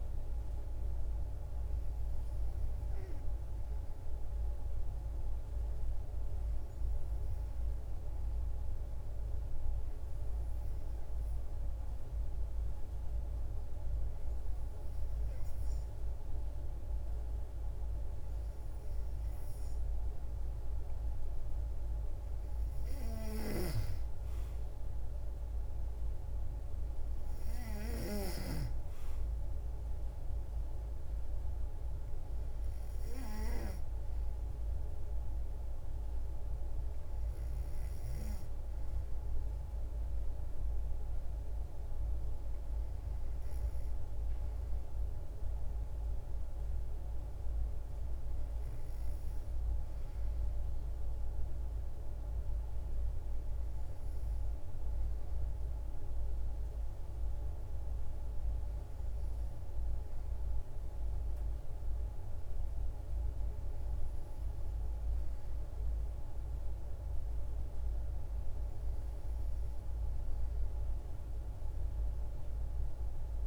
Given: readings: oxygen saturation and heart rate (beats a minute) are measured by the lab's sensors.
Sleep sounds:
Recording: breathing in sleep, hard to hear, by a room microphone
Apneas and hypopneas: 1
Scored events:
8.00-20.00 s: hypopnea (oxygen 96% before, 89% lowest, heart rate 56 before, 55 extreme, up 5 after)
19.50-37.50 s: oxygen desaturation (device-marked, oxygen 94% before, 90% lowest, heart rate 56 before, 55 extreme)
22.00-25.50 s: arousal
23.00-28.50 s: snoring (device-marked)
67.00-71.00 s: arousal
From the record:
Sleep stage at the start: N2 (light sleep)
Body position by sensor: on the back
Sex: female

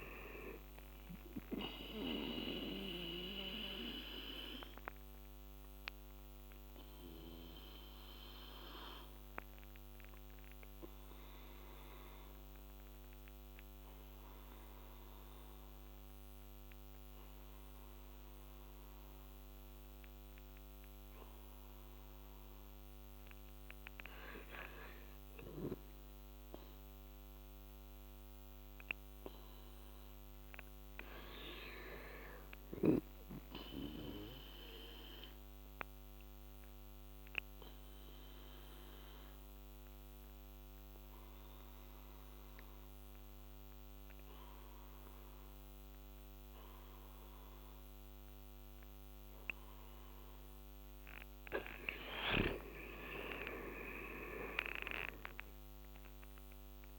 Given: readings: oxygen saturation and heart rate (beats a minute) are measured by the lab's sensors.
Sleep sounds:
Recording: breathing in sleep by a microphone on the trachea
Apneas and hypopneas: 2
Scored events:
0.00-11.00 s: oxygen desaturation (device-marked, oxygen 98% before, 91% lowest, heart rate 78 before, 71 extreme)
4.00-28.00 s: obstructive apnea (oxygen 98% before, 88% lowest, heart rate 79 before, 71 extreme, up 1 after)
18.00-24.00 s: oxygen desaturation (device-marked, oxygen 92% before, 88% lowest, heart rate 81 before, 71 extreme)
30.00-32.50 s: arousal
30.00-56.99 s: oxygen desaturation (device-marked, oxygen 99% before, 89% lowest, heart rate 76 before, 71 extreme)
35.00-49.50 s: obstructive apnea (oxygen 99% before, 88% lowest, heart rate 74 before, 71 extreme, up 9 after)
51.00-55.00 s: arousal
51.50-56.99 s: snoring (device-marked)
From the record:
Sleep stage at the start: N2 (light sleep)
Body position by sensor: on the back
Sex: male

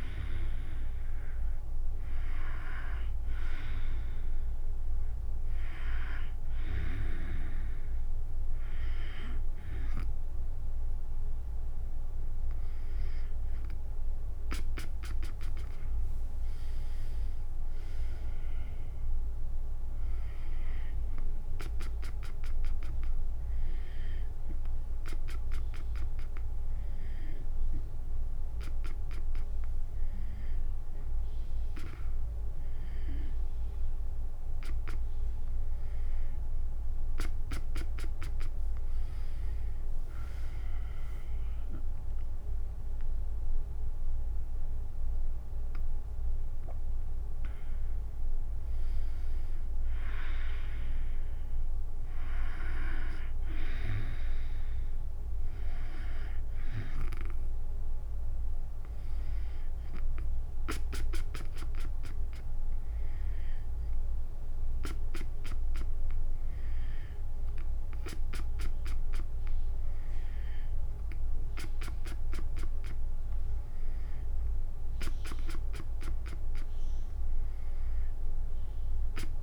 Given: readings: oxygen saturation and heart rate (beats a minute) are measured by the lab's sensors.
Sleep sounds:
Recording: breathing in sleep by a room microphone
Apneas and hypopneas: 1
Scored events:
0.00-1.00 s: drop in pulse transit time (device-marked, heart rate 74 extreme)
0.00-6.00 s: oxygen desaturation (device-marked, oxygen 93% lowest, heart rate 60 extreme)
39.00-53.00 s: drop in pulse transit time (device-marked, heart rate 67 before, 70 extreme)
40.00-50.00 s: hypopnea (oxygen 96% before, 93% lowest, heart rate 67 before, 64 extreme, up 2 after)
52.50-55.50 s: arousal
57.00-65.00 s: oxygen desaturation (device-marked, oxygen 96% before, 93% lowest, heart rate 75 before, 69 extreme)
From the record:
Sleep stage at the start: N2 (light sleep)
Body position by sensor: on the back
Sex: female

